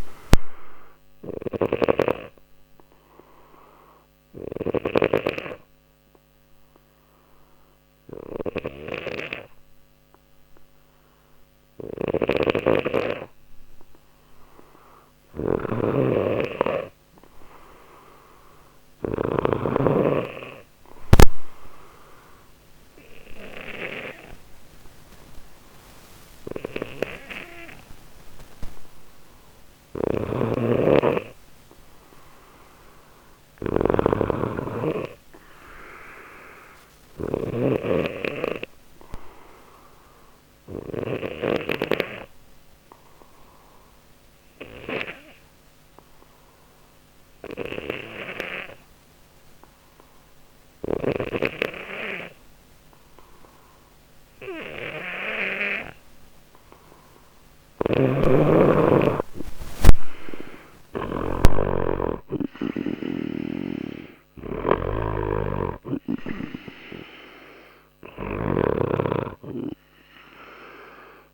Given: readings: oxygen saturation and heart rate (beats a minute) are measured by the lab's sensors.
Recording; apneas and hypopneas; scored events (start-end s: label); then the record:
breathing in sleep by a microphone on the trachea; 2
0.00-4.50 s: snoring (device-marked)
0.50-14.50 s: obstructive apnea (oxygen 95% before, 93% lowest, heart rate 60 before, 59 extreme, up 2 after)
11.50-19.00 s: snoring (device-marked)
18.00-21.50 s: arousal
29.50-41.00 s: snoring (device-marked)
39.50-57.00 s: obstructive apnea (oxygen 95% before, 91% lowest, heart rate 60 before, 60 extreme, up 10 after)
57.50-61.00 s: snoring (device-marked)
59.50-63.50 s: arousal
63.00-71.34 s: snoring (device-marked)
From the record:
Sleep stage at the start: N2 (light sleep); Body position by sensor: on the left side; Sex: male